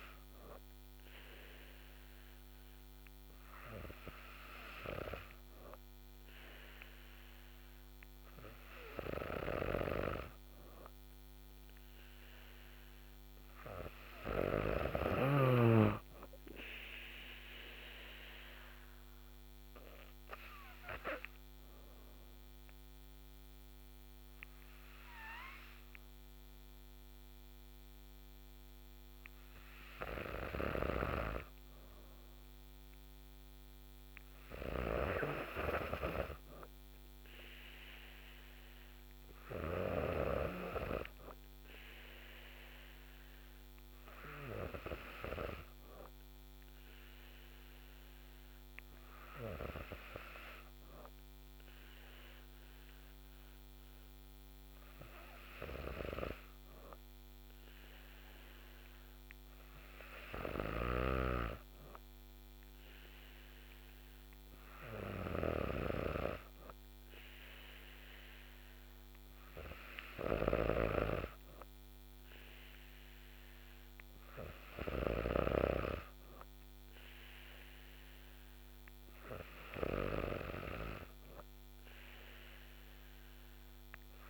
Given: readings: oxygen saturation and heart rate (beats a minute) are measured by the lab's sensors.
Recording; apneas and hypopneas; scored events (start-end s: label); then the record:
breathing in sleep by a microphone on the trachea; 1
19.00-29.50 s: hypopnea (oxygen 96% before, 94% lowest, heart rate 60 before, 58 extreme, up 2 after)
32.50-37.50 s: arousal
44.00-61.00 s: oxygen desaturation (device-marked, oxygen 97% before, 94% lowest, heart rate 59 before, 58 extreme)
60.50-75.50 s: snoring (device-marked)
From the record:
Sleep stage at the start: N3 (deep sleep); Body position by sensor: on the back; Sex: female